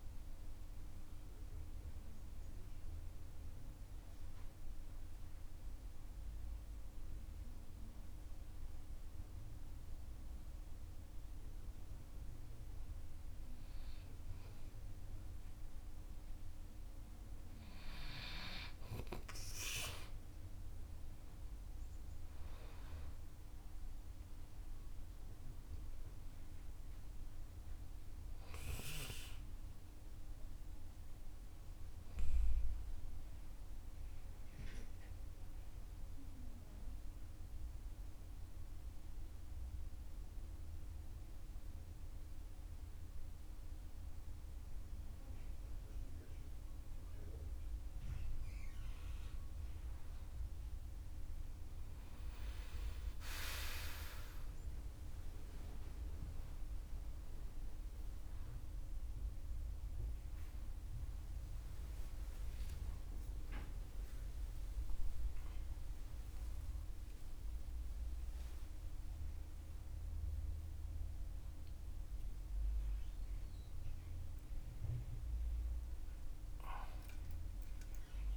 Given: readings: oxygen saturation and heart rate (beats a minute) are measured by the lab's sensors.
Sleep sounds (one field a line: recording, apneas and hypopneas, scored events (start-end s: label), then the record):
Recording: a person partly awake in a sleep study, by a room microphone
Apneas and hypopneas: 2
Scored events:
2.50-16.00 s: mixed apnea (oxygen 97% before, 91% lowest, heart rate 54 before, 47 extreme, up 12 after)
19.00-22.50 s: arousal
32.50-46.50 s: mixed apnea (oxygen 97% before, 91% lowest, heart rate 54 before, 48 extreme, up 17 after)
45.00-54.00 s: oxygen desaturation (device-marked, oxygen 95% before, 91% lowest, heart rate 51 before, 55 extreme)
46.00-78.37 s: new sleep stage, awake
From the record:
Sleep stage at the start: N2 (light sleep)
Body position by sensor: on the right side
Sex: male